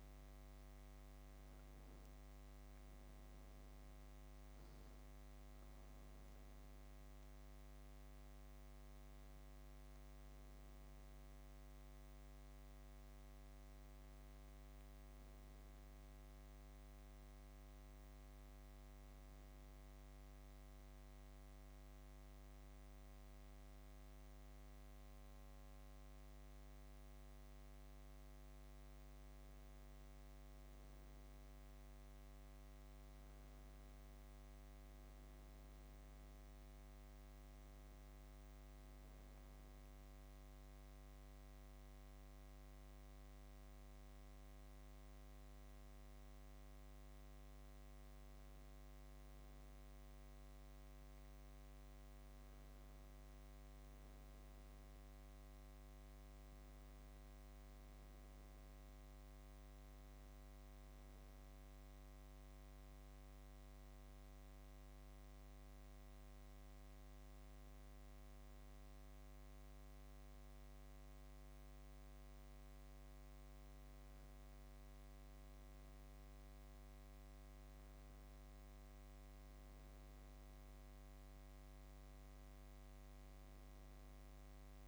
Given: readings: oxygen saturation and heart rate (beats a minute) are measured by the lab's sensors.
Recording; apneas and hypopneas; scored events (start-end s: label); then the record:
breathing in sleep, hard to hear, by a microphone on the trachea; none
none scored
From the record:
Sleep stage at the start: N2 (light sleep); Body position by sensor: on the back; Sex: female